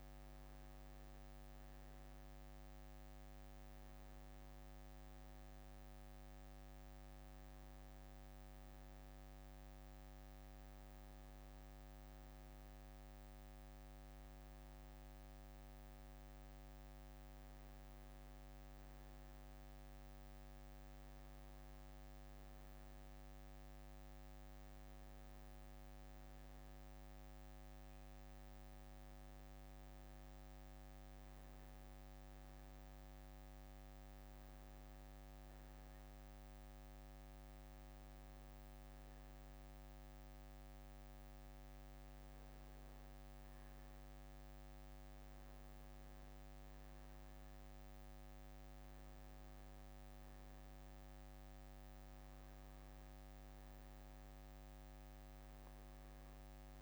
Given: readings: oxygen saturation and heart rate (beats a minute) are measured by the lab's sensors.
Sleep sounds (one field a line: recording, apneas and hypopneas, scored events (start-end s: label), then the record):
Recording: breathing in sleep, hard to hear, by a microphone on the trachea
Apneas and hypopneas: none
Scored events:
34.00-36.00 s: bradycardia (device-marked, heart rate 63 before, 60 extreme)
38.00-40.00 s: bradycardia (device-marked, heart rate 63 before, 59 extreme)
From the record:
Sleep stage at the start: N1 (lightest sleep)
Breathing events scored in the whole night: 228 in 4.2 hours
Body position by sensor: on the back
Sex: male